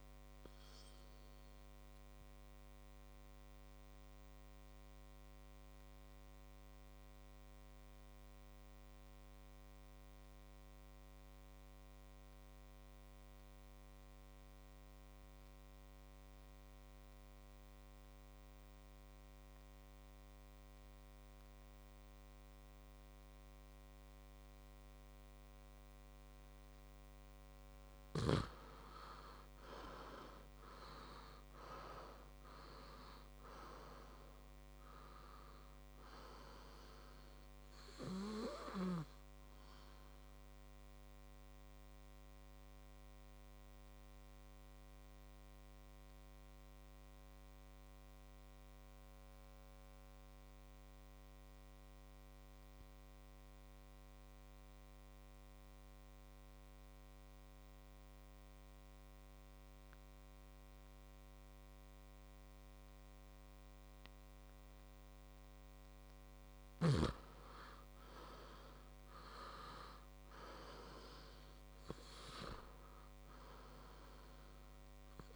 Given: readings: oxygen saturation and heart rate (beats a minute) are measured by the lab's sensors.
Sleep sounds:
breathing in sleep by a microphone on the trachea; 2
0.00-20.00 s: oxygen desaturation (device-marked, oxygen 89% lowest, heart rate 55 extreme)
0.50-28.00 s: obstructive apnea (oxygen 99% before, 89% lowest, heart rate 63 before, 54 extreme, up 9 after)
29.00-33.00 s: arousal
32.00-52.00 s: oxygen desaturation (device-marked, oxygen 99% before, 89% lowest, heart rate 59 before, 54 extreme)
41.50-65.50 s: obstructive apnea (oxygen 99% before, 89% lowest, heart rate 63 before, 55 extreme, up 5 after)
67.00-71.00 s: arousal
67.00-75.36 s: oxygen desaturation (device-marked, oxygen 99% before, 91% lowest, heart rate 59 before, 55 extreme)
From the record:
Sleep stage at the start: N2 (light sleep); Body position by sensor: on the back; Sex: male

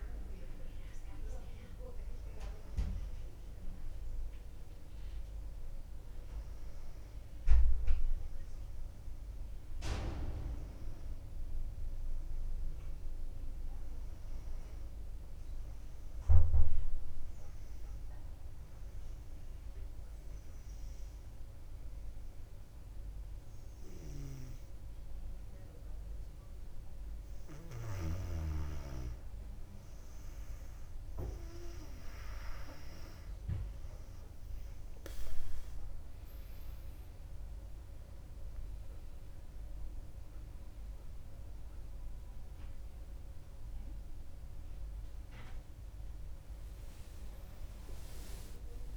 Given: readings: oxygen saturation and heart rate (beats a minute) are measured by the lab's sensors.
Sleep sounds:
a person partly awake in a sleep study, by a room microphone; 1
0.00-16.00 s: oxygen desaturation (device-marked, oxygen 94% lowest, heart rate 57 extreme)
17.00-27.50 s: obstructive apnea (oxygen 98% before, 94% lowest, heart rate 58 before, 57 extreme, up 3 after)
33.00-47.00 s: oxygen desaturation (device-marked, oxygen 98% before, 94% lowest, heart rate 57 before, 59 extreme)
34.00-48.97 s: new sleep stage, awake
44.00-48.97 s: drop in pulse transit time (device-marked, heart rate 60 before, 60 extreme)
From the record:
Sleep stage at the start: N2 (light sleep); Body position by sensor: on the back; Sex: female

